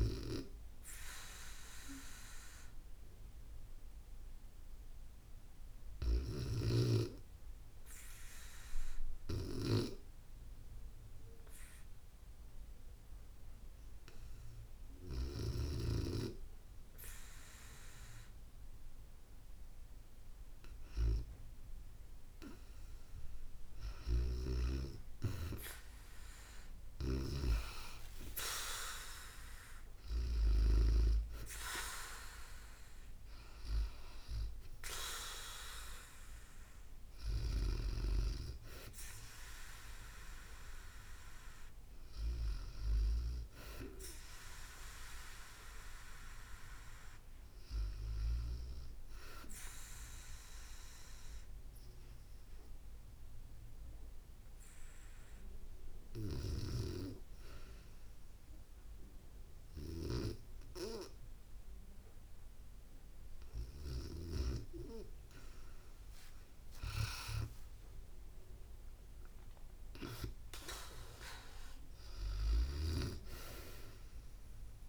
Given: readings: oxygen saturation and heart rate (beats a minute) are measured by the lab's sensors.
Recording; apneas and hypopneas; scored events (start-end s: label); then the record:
breathing in sleep by a room microphone; 2
1.00-18.00 s: hypopnea (oxygen 95% before, 91% lowest, heart rate 70 before, 58 extreme, up 12 after)
7.50-11.50 s: bradycardia (device-marked, heart rate 69 before, 59 extreme)
22.50-49.50 s: oxygen desaturation (device-marked, oxygen 95% before, 91% lowest, heart rate 66 before, 66 extreme)
24.00-28.00 s: arousal
49.00-63.50 s: hypopnea (oxygen 94% before, 94% lowest, heart rate 77 before, 64 extreme, up 7 after)
55.50-59.50 s: snoring (device-marked)
65.50-69.00 s: arousal
From the record:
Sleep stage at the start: REM sleep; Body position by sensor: on the back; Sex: female